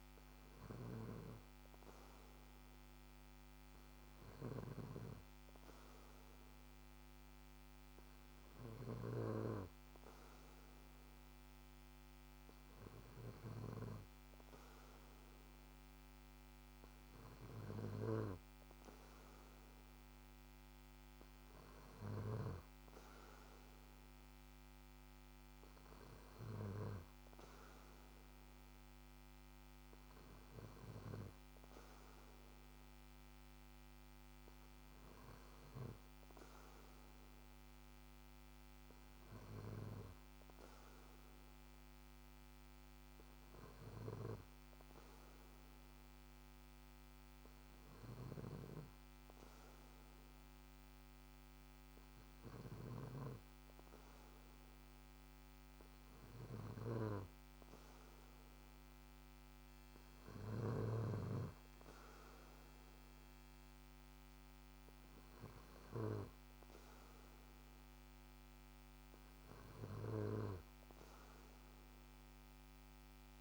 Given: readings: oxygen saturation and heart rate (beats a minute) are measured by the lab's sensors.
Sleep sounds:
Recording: breathing in sleep by a microphone on the trachea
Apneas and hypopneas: none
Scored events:
0.00-14.00 s: snoring (device-marked)
52.50-61.00 s: snoring (device-marked)
From the record:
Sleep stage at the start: N2 (light sleep)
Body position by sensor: on the back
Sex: male

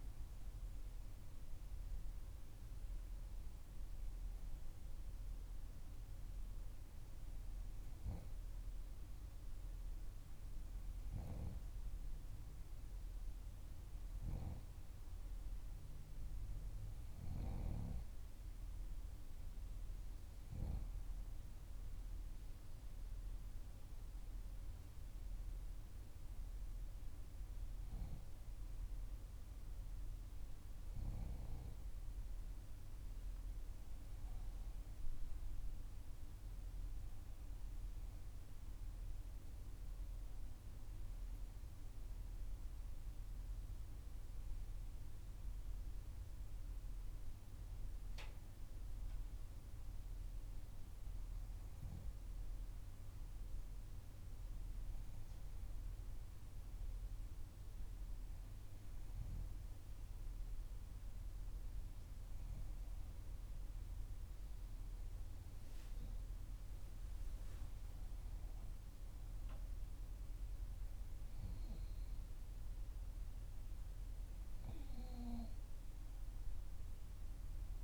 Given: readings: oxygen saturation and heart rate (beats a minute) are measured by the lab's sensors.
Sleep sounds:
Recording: breathing in sleep, hard to hear, by a room microphone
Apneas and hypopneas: none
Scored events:
65.00-69.00 s: arousal
From the record:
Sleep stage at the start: N2 (light sleep)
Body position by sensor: on the back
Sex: female

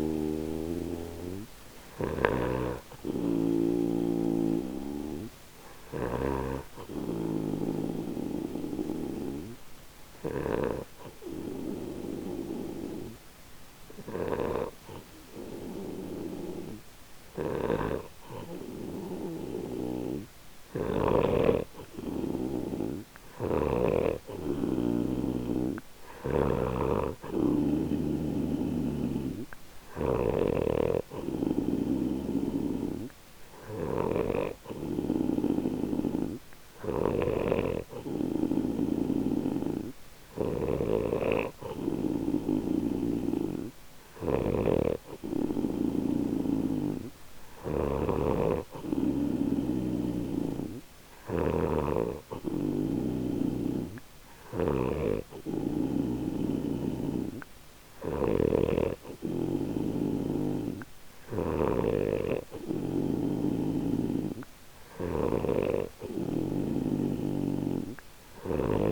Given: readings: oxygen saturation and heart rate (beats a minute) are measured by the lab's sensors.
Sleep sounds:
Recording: breathing in sleep by a microphone on the trachea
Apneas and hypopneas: 1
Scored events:
0.00-6.00 s: snoring (device-marked)
6.50-18.00 s: hypopnea (oxygen 94% before, 90% lowest)
20.00-23.50 s: arousal
23.00-26.50 s: snoring (device-marked)
33.50-40.50 s: snoring (device-marked)
42.50-49.50 s: snoring (device-marked)
51.50-61.50 s: snoring (device-marked)
From the record:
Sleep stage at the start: N2 (light sleep)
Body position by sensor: on the right side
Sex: male

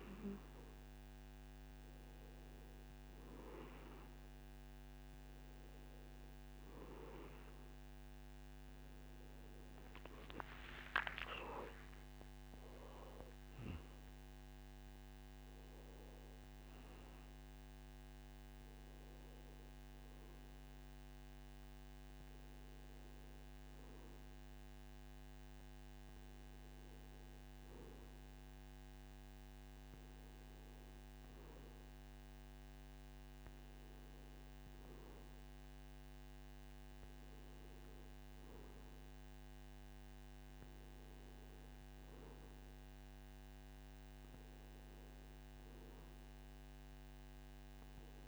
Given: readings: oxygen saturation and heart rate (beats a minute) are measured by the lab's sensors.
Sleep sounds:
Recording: breathing in sleep by a microphone on the trachea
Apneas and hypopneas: none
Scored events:
8.00-12.50 s: arousal
From the record:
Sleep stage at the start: N2 (light sleep)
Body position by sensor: on the back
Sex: male

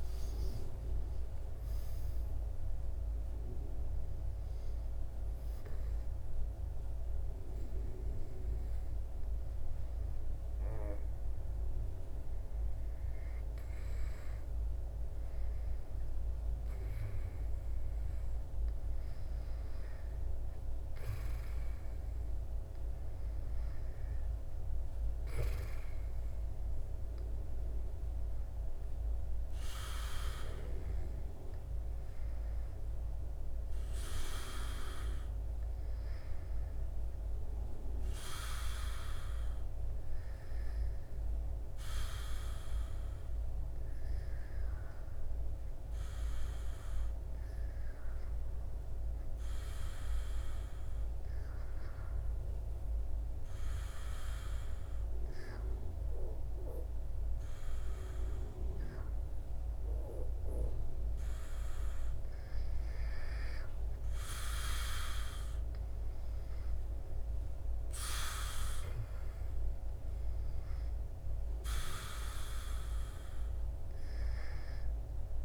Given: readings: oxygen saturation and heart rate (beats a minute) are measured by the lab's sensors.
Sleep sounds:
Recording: a person partly awake in a sleep study, by a room microphone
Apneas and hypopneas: 1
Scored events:
2.00-75.45 s: new sleep stage, N2 (light sleep)
34.00-37.50 s: arousal
42.50-61.00 s: obstructive apnea (oxygen 97% before, 90% lowest, heart rate 77 before, 72 extreme, up 10 after)
54.00-75.45 s: oxygen desaturation (device-marked, oxygen 96% before, 91% lowest, heart rate 74 before, 69 extreme)
63.50-68.50 s: arousal
From the record:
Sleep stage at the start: awake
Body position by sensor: on the back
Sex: male

